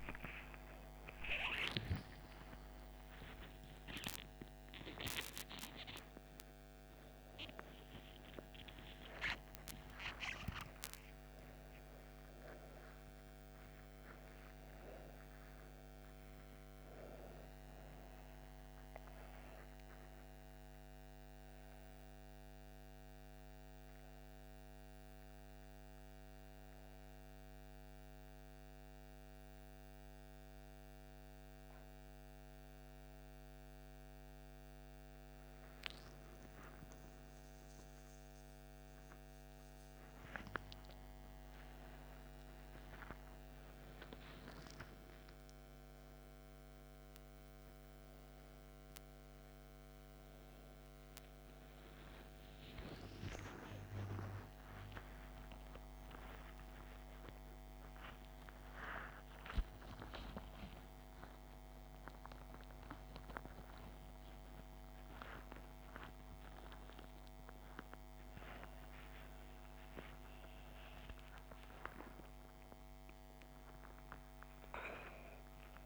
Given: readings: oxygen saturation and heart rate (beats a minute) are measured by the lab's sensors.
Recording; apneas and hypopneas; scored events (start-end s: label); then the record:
a person awake in a sleep study, by a microphone on the trachea; none
none scored
From the record:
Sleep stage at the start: awake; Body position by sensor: on the front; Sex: female